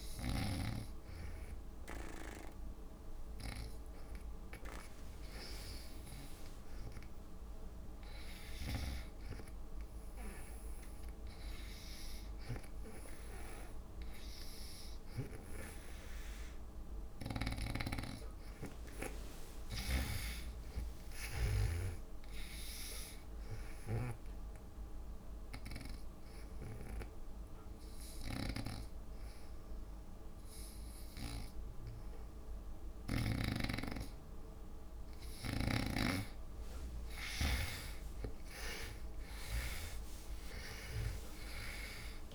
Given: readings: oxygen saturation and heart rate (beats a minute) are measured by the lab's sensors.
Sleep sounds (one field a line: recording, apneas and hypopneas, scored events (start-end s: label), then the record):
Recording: breathing in sleep by a room microphone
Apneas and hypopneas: 1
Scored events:
0.00-7.00 s: oxygen desaturation (device-marked, oxygen 87% lowest)
19.50-22.50 s: arousal
20.00-24.50 s: snoring (device-marked)
24.50-35.00 s: hypopnea (oxygen 92% before, 81% lowest)
37.50-40.50 s: arousal
39.00-42.35 s: oxygen desaturation (device-marked, oxygen 92% before, 81% lowest)
From the record:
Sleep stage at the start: N2 (light sleep)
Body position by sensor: on the back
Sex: female